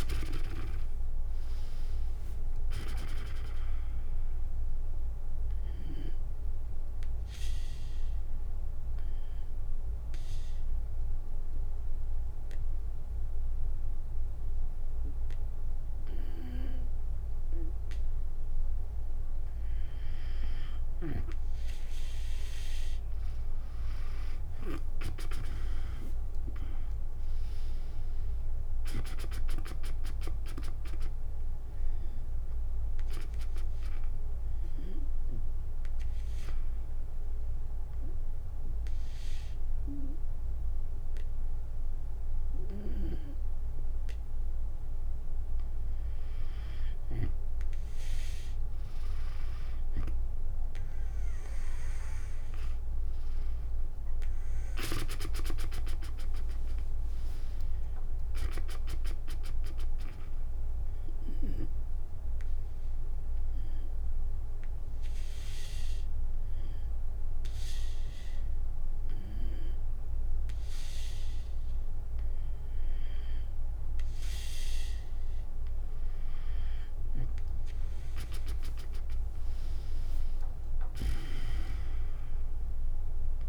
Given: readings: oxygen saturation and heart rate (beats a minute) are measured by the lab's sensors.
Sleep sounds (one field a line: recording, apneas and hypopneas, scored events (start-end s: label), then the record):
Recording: breathing in sleep by a room microphone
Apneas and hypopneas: 3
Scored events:
0.00-18.50 s: oxygen desaturation (device-marked, oxygen 92% lowest, heart rate 57 extreme)
0.50-10.50 s: drop in pulse transit time (device-marked, heart rate 64 before, 57 extreme)
4.50-19.50 s: obstructive apnea (oxygen 97% before, 92% lowest, heart rate 64 before, 58 extreme, up 16 after)
21.50-24.50 s: arousal
23.50-35.50 s: drop in pulse transit time (device-marked, heart rate 63 before, 63 extreme)
28.50-42.50 s: oxygen desaturation (device-marked, oxygen 98% before, 92% lowest, heart rate 64 before, 57 extreme)
34.50-46.00 s: obstructive apnea (oxygen 98% before, 92% lowest, heart rate 71 before, 57 extreme, up 15 after)
48.00-51.50 s: arousal
54.50-63.50 s: oxygen desaturation (device-marked, oxygen 98% before, 92% lowest, heart rate 65 before, 57 extreme)
54.50-65.50 s: drop in pulse transit time (device-marked, heart rate 65 before, 57 extreme)
61.50-74.50 s: obstructive apnea (oxygen 98% before, 93% lowest, heart rate 69 before, 58 extreme, up 33 after)
78.50-83.48 s: drop in pulse transit time (device-marked, heart rate 64 before, 62 extreme)
80.00-83.48 s: arousal
80.50-83.48 s: oxygen desaturation (device-marked, oxygen 97% before, 93% lowest, heart rate 65 before, 61 extreme)
From the record:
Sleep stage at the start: N2 (light sleep)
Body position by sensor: on the back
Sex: female